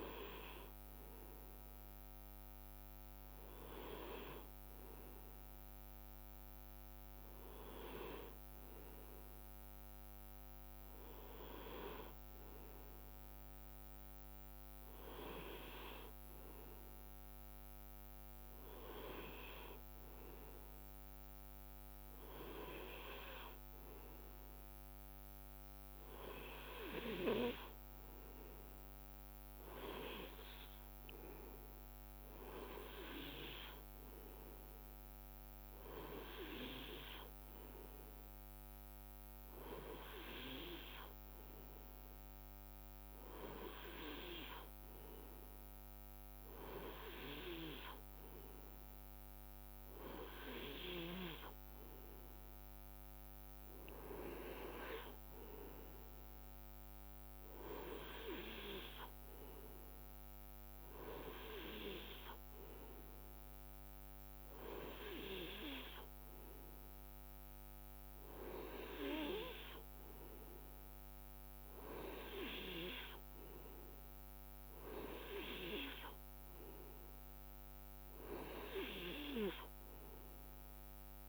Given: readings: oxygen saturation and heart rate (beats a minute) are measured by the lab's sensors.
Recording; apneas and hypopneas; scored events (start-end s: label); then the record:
breathing in sleep by a microphone on the trachea; none
0.00-1.00 s: long interval between heartbeats (device-marked, heart rate 48 extreme)
5.50-7.50 s: long interval between heartbeats (device-marked, heart rate 50 before, 47 extreme)
12.50-14.50 s: long interval between heartbeats (device-marked, heart rate 50 before, 58 extreme)
30.00-32.00 s: long interval between heartbeats (device-marked, heart rate 47 before, 53 extreme)
35.00-37.00 s: long interval between heartbeats (device-marked, heart rate 46 before, 39 extreme)
38.00-40.00 s: long interval between heartbeats (device-marked, heart rate 45 before, 38 extreme)
42.50-44.50 s: long interval between heartbeats (device-marked, heart rate 45 before, 48 extreme)
49.50-51.50 s: long interval between heartbeats (device-marked, heart rate 44 before, 41 extreme)
53.00-55.00 s: long interval between heartbeats (device-marked, heart rate 42 before, 49 extreme)
64.00-66.00 s: long interval between heartbeats (device-marked, heart rate 44 before, 52 extreme)
74.00-76.00 s: long interval between heartbeats (device-marked, heart rate 46 before, 59 extreme)
From the record:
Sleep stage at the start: N2 (light sleep); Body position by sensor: on the right side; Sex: male